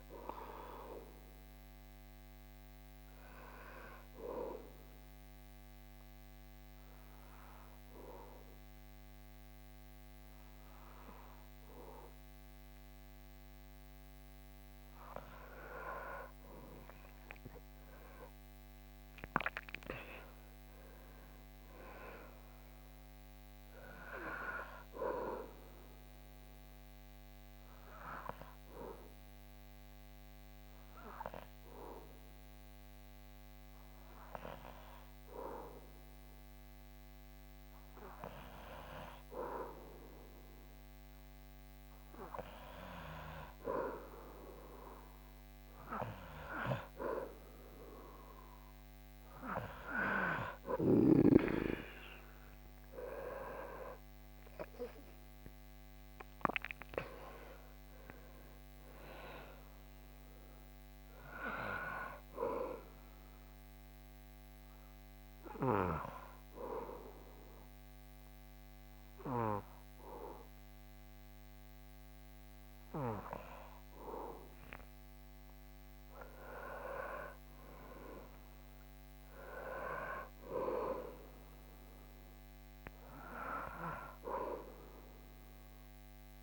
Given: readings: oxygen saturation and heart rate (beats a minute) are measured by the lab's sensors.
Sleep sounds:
breathing in sleep by a microphone on the trachea; 3
2.50-15.00 s: obstructive apnea (oxygen 99% before, 95% lowest, heart rate 66 before, 59 extreme, up 18 after)
17.50-20.50 s: arousal
26.00-42.50 s: obstructive apnea (oxygen 99% before, 95% lowest, heart rate 66 before, 60 extreme, up 2 after)
44.00-48.00 s: arousal
64.00-76.50 s: obstructive apnea (oxygen 98% before, 95% lowest, heart rate 68 before, 60 extreme, up 14 after)
78.00-81.50 s: arousal
From the record:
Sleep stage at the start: N2 (light sleep); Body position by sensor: on the back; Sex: male

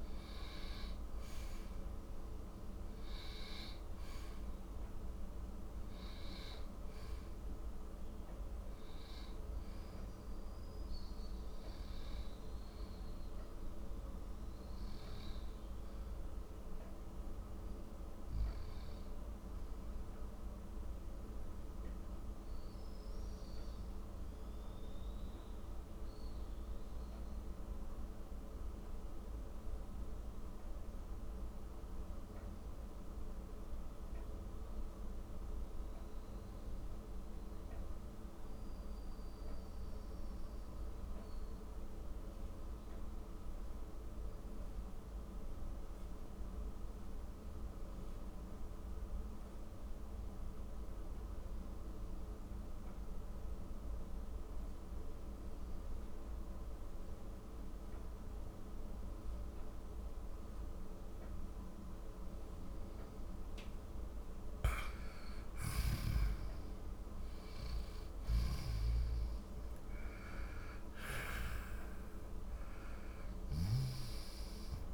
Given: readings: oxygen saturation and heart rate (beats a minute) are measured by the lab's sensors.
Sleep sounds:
breathing in sleep, hard to hear, by a room microphone; 1
0.00-26.00 s: oxygen desaturation (device-marked, oxygen 91% lowest, heart rate 46 extreme)
15.50-19.00 s: arousal
21.50-64.50 s: mixed apnea (oxygen 96% before, 90% lowest, heart rate 64 before, 47 extreme, up 30 after)
65.50-71.00 s: arousal
68.00-73.50 s: snoring (device-marked)
71.00-74.94 s: oxygen desaturation (device-marked, oxygen 96% before, 90% lowest, heart rate 61 before, 50 extreme)
From the record:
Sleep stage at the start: N2 (light sleep); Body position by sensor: on the back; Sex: male

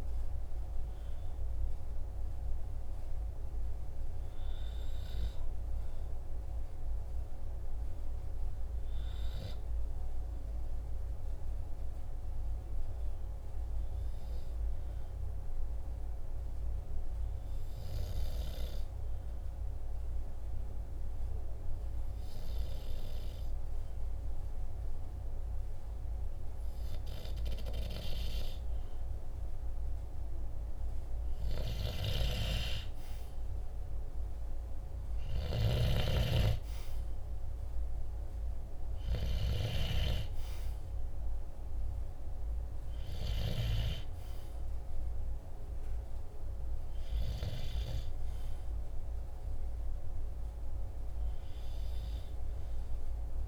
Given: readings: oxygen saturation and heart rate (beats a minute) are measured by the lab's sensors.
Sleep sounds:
breathing in sleep by a room microphone; 1
14.50-28.00 s: obstructive apnea (oxygen 96% before, 94% lowest, heart rate 49 before, 46 extreme, up 2 after)
31.50-35.50 s: arousal
From the record:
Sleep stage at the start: N2 (light sleep); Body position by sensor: on the back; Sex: male

